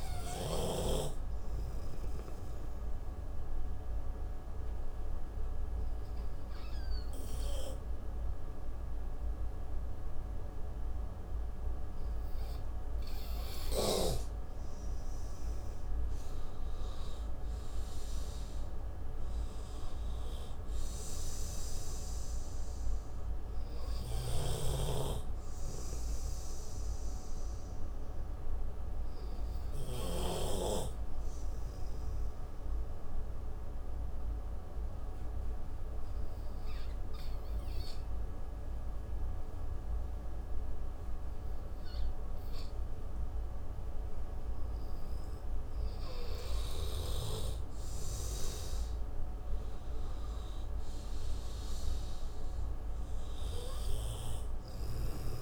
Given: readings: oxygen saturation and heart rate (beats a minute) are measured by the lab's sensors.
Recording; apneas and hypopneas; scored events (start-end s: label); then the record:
breathing in sleep by a room microphone; 2
0.00-4.00 s: oxygen desaturation (device-marked, oxygen 89% lowest)
1.50-14.00 s: mixed apnea (oxygen 97% before, 87% lowest)
15.50-18.50 s: arousal
18.00-41.00 s: oxygen desaturation (device-marked, oxygen 95% before, 88% lowest)
24.50-30.50 s: snoring (device-marked)
30.00-44.50 s: mixed apnea (oxygen 95% before, 87% lowest)
47.00-50.00 s: arousal
53.00-55.42 s: oxygen desaturation (device-marked, oxygen 96% before, 87% lowest)
From the record:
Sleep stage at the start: N2 (light sleep); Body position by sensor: on the right side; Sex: male